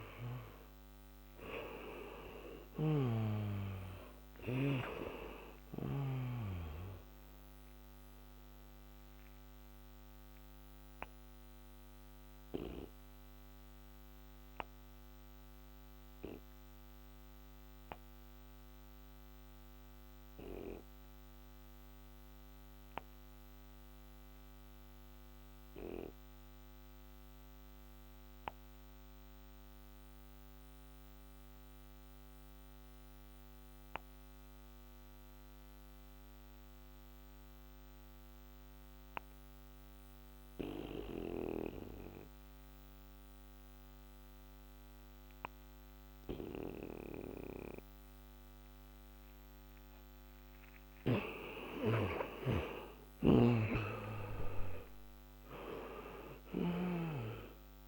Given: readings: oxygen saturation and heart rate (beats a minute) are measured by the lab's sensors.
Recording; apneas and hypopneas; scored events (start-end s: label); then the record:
breathing in sleep by a microphone on the trachea; 1
0.00-3.00 s: arousal
2.50-6.00 s: snoring (device-marked)
6.00-31.00 s: oxygen desaturation (device-marked, oxygen 95% before, 84% lowest, heart rate 63 before, 52 extreme)
9.50-48.00 s: obstructive apnea (oxygen 98% before, 84% lowest, heart rate 61 before, 52 extreme, up 5 after)
51.00-55.00 s: arousal
53.00-57.00 s: snoring (device-marked)
From the record:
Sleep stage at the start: N2 (light sleep); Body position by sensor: on the back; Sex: male